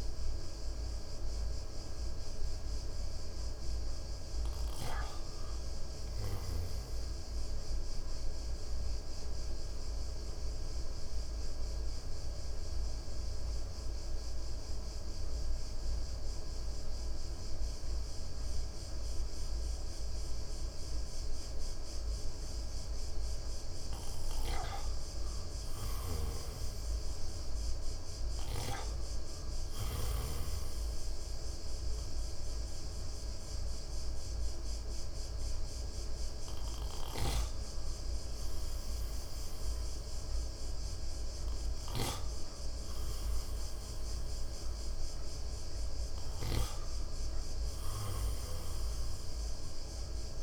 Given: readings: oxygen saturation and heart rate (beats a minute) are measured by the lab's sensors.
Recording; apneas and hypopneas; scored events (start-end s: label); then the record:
breathing in sleep, hard to hear, by a room microphone; 1
7.00-25.00 s: obstructive apnea (oxygen 95% before, 92% lowest, heart rate 60 before, 58 extreme, up 3 after)
26.00-30.50 s: snoring (device-marked)
27.00-30.00 s: arousal
28.00-50.43 s: oxygen desaturation (device-marked, oxygen 97% before, 92% lowest, heart rate 60 before, 53 extreme)
From the record:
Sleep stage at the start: N2 (light sleep); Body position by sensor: on the right side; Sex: male